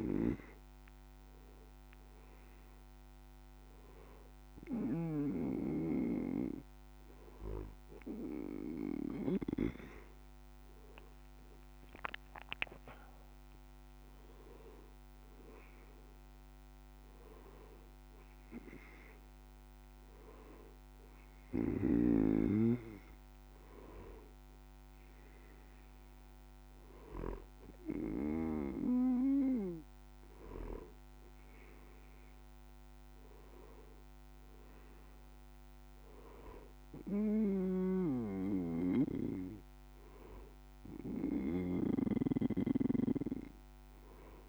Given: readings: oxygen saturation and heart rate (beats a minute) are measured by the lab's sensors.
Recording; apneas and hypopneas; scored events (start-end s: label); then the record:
breathing in sleep by a microphone on the trachea; none
8.00-12.50 s: arousal
From the record:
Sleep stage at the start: N2 (light sleep); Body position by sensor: on the back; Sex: male